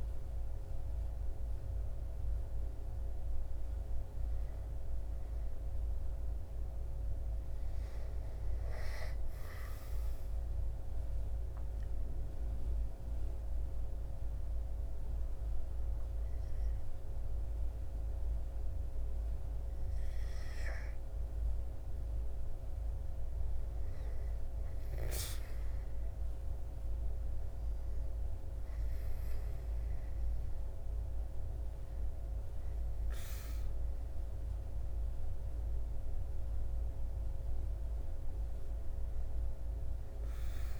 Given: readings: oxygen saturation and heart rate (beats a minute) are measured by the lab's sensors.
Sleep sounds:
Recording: breathing in sleep, hard to hear, by a room microphone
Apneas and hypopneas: 1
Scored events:
10.50-20.50 s: mixed apnea (oxygen 98% before, 95% lowest, heart rate 86 before, 66 extreme, up 7 after)
14.50-25.50 s: oxygen desaturation (device-marked, oxygen 98% before, 95% lowest, heart rate 84 before, 66 extreme)
23.50-26.50 s: arousal
From the record:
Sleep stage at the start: N2 (light sleep)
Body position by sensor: on the back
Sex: male

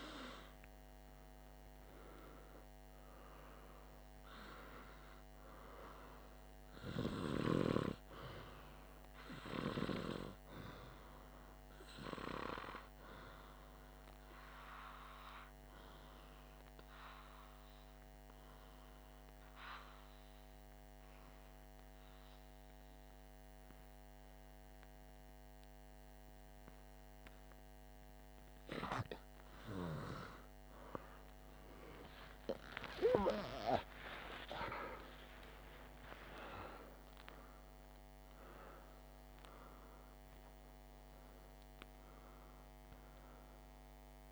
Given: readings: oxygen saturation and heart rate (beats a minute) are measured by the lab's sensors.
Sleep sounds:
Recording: breathing in sleep by a microphone on the trachea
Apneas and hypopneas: 1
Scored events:
18.00-28.50 s: obstructive apnea (oxygen 96% before, 93% lowest, heart rate 54 before, 52 extreme, up 48 after)
32.00-36.50 s: arousal
From the record:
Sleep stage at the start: REM sleep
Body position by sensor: on the back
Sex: male

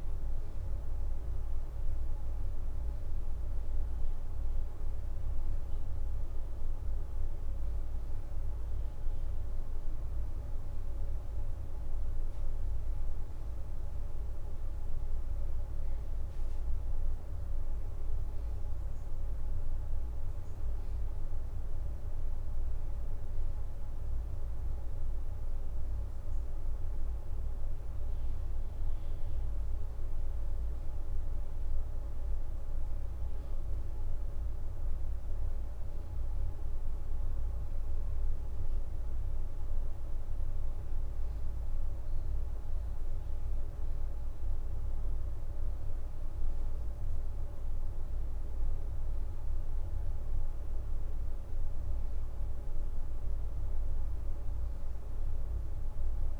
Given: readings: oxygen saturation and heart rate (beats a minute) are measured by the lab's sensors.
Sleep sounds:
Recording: breathing in sleep, hard to hear, by a room microphone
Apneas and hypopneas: none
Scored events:
28.00-31.00 s: leg movement (device-marked)
31.00-33.50 s: leg movement (device-marked)
35.00-38.00 s: leg movement (device-marked)
44.00-47.50 s: leg movement (device-marked)
44.00-48.00 s: arousal
From the record:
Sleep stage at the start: N2 (light sleep)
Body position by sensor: on the right side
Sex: female

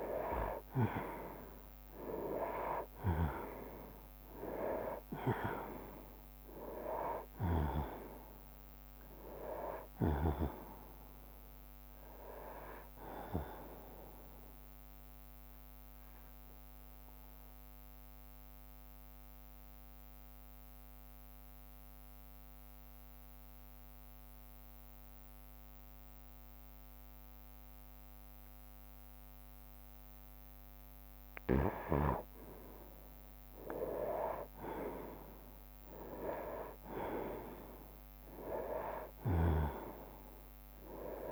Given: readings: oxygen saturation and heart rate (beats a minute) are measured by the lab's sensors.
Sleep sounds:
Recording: breathing in sleep by a microphone on the trachea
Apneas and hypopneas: 1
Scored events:
0.00-1.50 s: arousal
0.00-11.00 s: drop in pulse transit time (device-marked, heart rate 63 extreme)
1.00-27.00 s: oxygen desaturation (device-marked, oxygen 98% before, 91% lowest, heart rate 59 before, 57 extreme)
15.00-31.50 s: obstructive apnea (oxygen 98% before, 91% lowest, heart rate 68 before, 57 extreme, up 11 after)
17.00-29.00 s: bradycardia (device-marked, heart rate 66 before, 57 extreme)
34.00-38.00 s: arousal
34.00-41.31 s: drop in pulse transit time (device-marked, heart rate 60 before, 62 extreme)
From the record:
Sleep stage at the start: N2 (light sleep)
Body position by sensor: on the right side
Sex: male

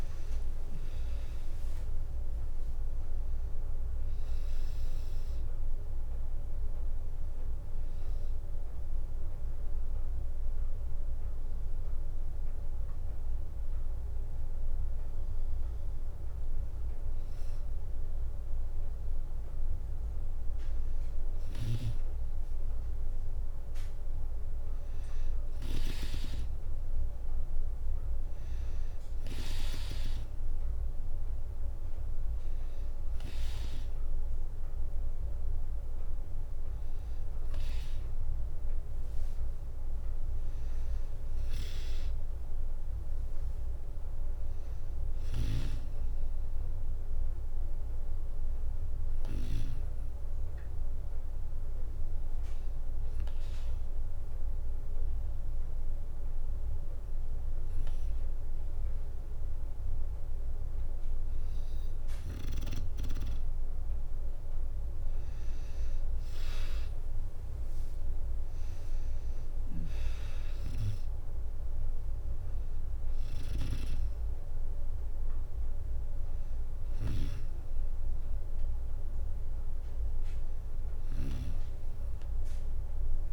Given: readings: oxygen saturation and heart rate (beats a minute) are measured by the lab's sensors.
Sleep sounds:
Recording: breathing in sleep by a room microphone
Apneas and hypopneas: 2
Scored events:
0.00-3.50 s: arousal
0.00-9.00 s: drop in pulse transit time (device-marked, heart rate 64 before, 63 extreme)
5.50-16.00 s: hypopnea (oxygen 96% before, 86% lowest, heart rate 66 before, 59 extreme, up 1 after)
9.00-20.00 s: bradycardia (device-marked, heart rate 67 before, 59 extreme)
18.50-22.00 s: arousal
39.00-51.00 s: drop in pulse transit time (device-marked, heart rate 61 before, 62 extreme)
41.00-45.00 s: arousal
51.00-62.00 s: hypopnea (oxygen 97% before, 86% lowest, heart rate 64 before, 59 extreme, up 6 after)
65.50-69.00 s: arousal
67.00-79.00 s: drop in pulse transit time (device-marked, heart rate 62 before, 62 extreme)
69.00-83.33 s: oxygen desaturation (device-marked, oxygen 97% before, 86% lowest, heart rate 62 before, 59 extreme)
79.00-81.00 s: bradycardia (device-marked, heart rate 67 before, 61 extreme)
From the record:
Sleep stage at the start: N2 (light sleep)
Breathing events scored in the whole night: 197 in 5.3 hours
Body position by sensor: on the back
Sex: female

